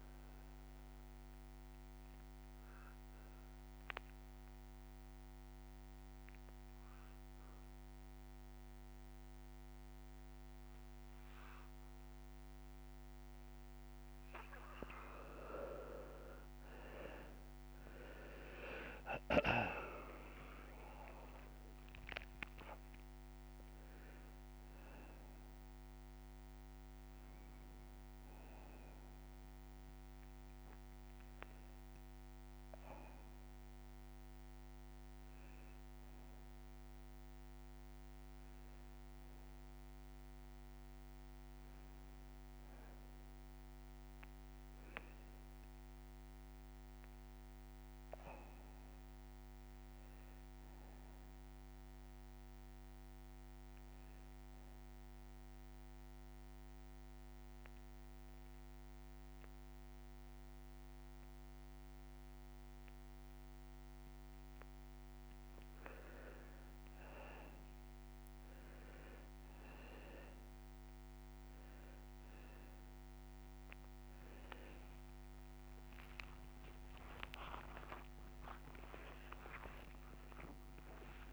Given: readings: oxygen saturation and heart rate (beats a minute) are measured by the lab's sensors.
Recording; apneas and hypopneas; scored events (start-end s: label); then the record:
breathing in sleep by a microphone on the trachea; 2
1.00-13.50 s: obstructive apnea (oxygen 95% before, 84% lowest, heart rate 132 before, 78 extreme, up 52 after)
16.00-47.00 s: oxygen desaturation (device-marked, oxygen 95% before, 84% lowest, heart rate 106 before, 25 extreme)
17.00-21.50 s: arousal
49.00-53.00 s: arousal
54.00-65.00 s: obstructive apnea (oxygen 100% before, 88% lowest, heart rate 93 before, 62 extreme)
70.00-81.33 s: oxygen desaturation (device-marked, oxygen 97% before, 88% lowest, heart rate 67 before, 78 extreme)
From the record:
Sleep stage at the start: N2 (light sleep); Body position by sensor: on the back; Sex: male